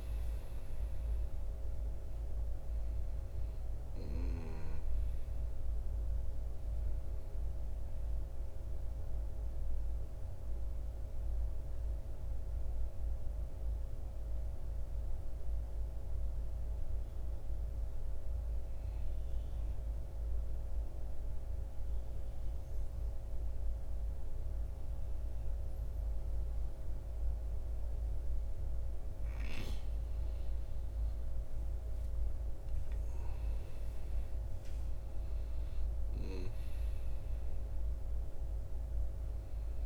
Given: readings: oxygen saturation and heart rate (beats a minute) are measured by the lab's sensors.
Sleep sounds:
breathing in sleep, hard to hear, by a room microphone; 1
0.00-20.00 s: oxygen desaturation (device-marked, oxygen 88% lowest, heart rate 52 extreme)
20.00-30.00 s: obstructive apnea (oxygen 96% before, 89% lowest, heart rate 59 before, 52 extreme, up 12 after)
33.00-37.50 s: arousal
35.00-39.86 s: oxygen desaturation (device-marked, oxygen 97% before, 89% lowest, heart rate 56 before, 51 extreme)
From the record:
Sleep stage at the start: N2 (light sleep); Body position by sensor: on the back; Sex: male

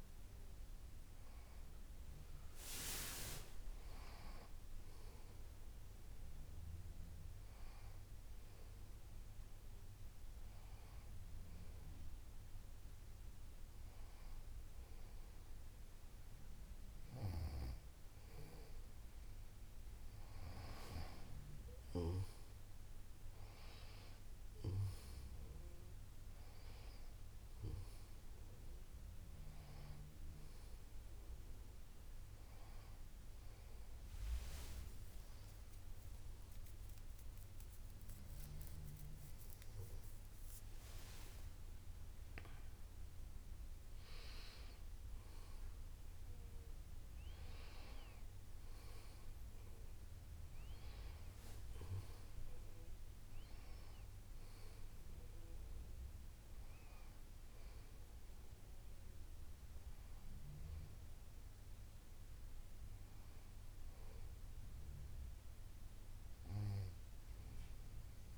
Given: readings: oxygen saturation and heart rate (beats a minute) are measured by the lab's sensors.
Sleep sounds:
a person partly awake in a sleep study, by a room microphone; 1
7.50-20.50 s: hypopnea (oxygen 96% before, 95% lowest, heart rate 70 before, 62 extreme, up 6 after)
44.00-68.38 s: new sleep stage, awake
From the record:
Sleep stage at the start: N2 (light sleep); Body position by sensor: on the back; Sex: female

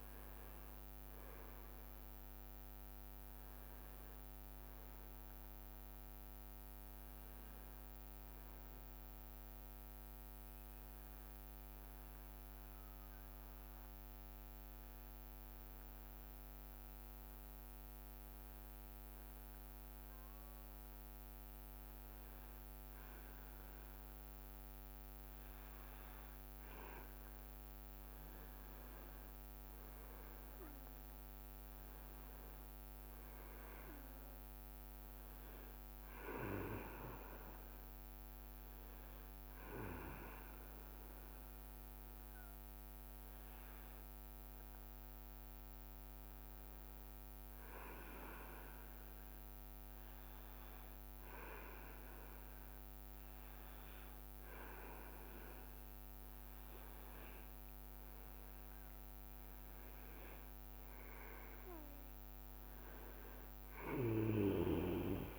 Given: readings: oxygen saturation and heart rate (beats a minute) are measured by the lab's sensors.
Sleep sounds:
breathing in sleep by a microphone on the trachea; 2
10.50-18.00 s: leg movement (device-marked)
11.50-26.50 s: obstructive apnea (oxygen 98% before, 95% lowest, heart rate 69 before, 61 extreme, up 14 after)
30.00-33.50 s: arousal
33.50-34.50 s: leg movement (device-marked)
40.00-55.50 s: hypopnea (oxygen 99% before, 95% lowest, heart rate 68 before, 65 extreme, up 9 after)
57.00-61.00 s: arousal
From the record:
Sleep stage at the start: N2 (light sleep); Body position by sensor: on the back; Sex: male

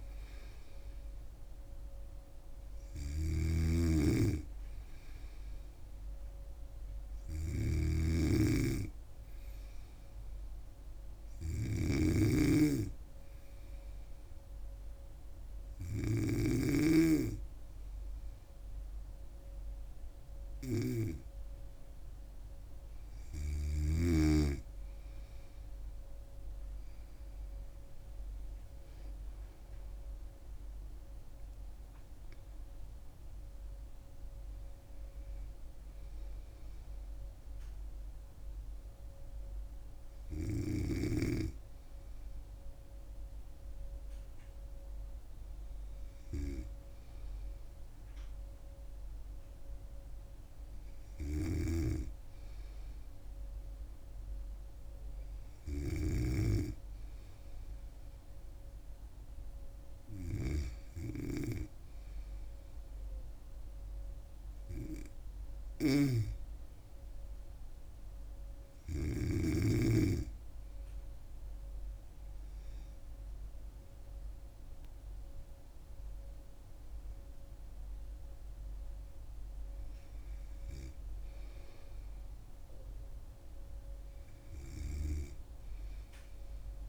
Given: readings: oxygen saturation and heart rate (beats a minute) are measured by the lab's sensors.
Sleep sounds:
breathing in sleep by a room microphone; 2
0.00-16.50 s: snoring (device-marked)
12.00-23.50 s: hypopnea (oxygen 97% before, 96% lowest, heart rate 71 before, 72 extreme, up 11 after)
30.00-33.50 s: arousal
38.00-48.50 s: hypopnea (oxygen 97% before, 96% lowest, heart rate 78 before, 69 extreme, up 0 after)
50.50-53.50 s: arousal
51.50-56.50 s: snoring (device-marked)
65.50-69.50 s: snoring (device-marked)
From the record:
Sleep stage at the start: N2 (light sleep); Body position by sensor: on the back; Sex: female

